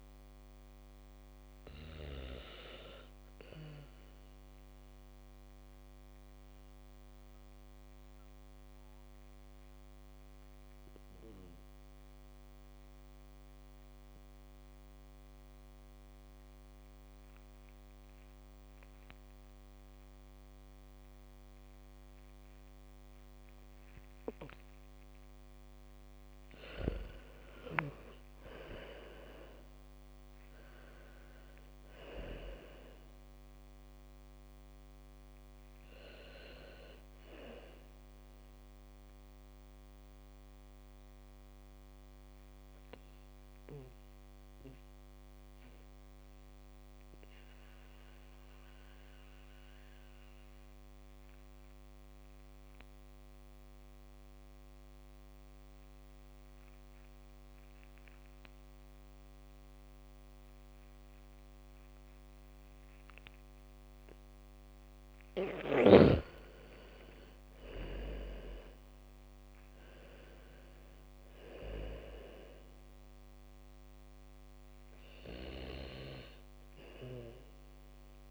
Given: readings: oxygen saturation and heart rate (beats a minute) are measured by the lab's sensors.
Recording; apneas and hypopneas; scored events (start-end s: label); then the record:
breathing in sleep by a microphone on the trachea; 2
0.00-16.50 s: oxygen desaturation (device-marked, oxygen 87% lowest)
5.50-27.50 s: mixed apnea (oxygen 98% before, 79% lowest)
15.50-17.50 s: bradycardia (device-marked, heart rate 71 before, 62 extreme)
22.50-35.50 s: bradycardia (device-marked)
26.50-51.50 s: oxygen desaturation (device-marked, oxygen 98% before, 82% lowest)
28.50-32.00 s: arousal
44.00-65.50 s: mixed apnea (oxygen 98% before, 79% lowest, heart rate 55 before, 37 extreme, up 5 after)
48.50-55.50 s: bradycardia (device-marked, heart rate 70 before, 49 extreme)
58.50-76.50 s: bradycardia (device-marked, heart rate 69 before, 37 extreme)
63.50-78.31 s: oxygen desaturation (device-marked, oxygen 100% before, 79% lowest, heart rate 63 before, 37 extreme)
67.00-71.00 s: arousal
From the record:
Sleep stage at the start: N2 (light sleep); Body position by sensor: on the back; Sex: female